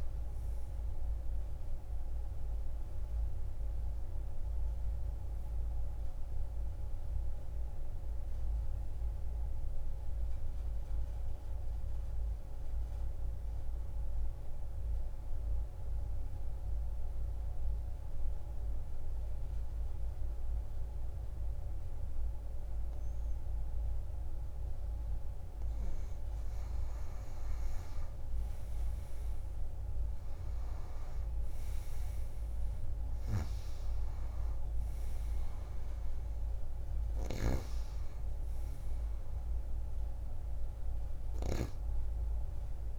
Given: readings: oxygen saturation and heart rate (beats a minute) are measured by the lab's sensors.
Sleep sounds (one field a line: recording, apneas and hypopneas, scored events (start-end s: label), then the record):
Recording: breathing in sleep, hard to hear, by a room microphone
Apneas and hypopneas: 1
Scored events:
0.00-13.50 s: oxygen desaturation (device-marked, oxygen 90% lowest)
2.50-24.50 s: obstructive apnea (oxygen 97% before, 89% lowest)
28.50-33.00 s: arousal
29.50-42.99 s: oxygen desaturation (device-marked, oxygen 97% before, 89% lowest)
From the record:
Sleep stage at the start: N2 (light sleep)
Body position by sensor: on the back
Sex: female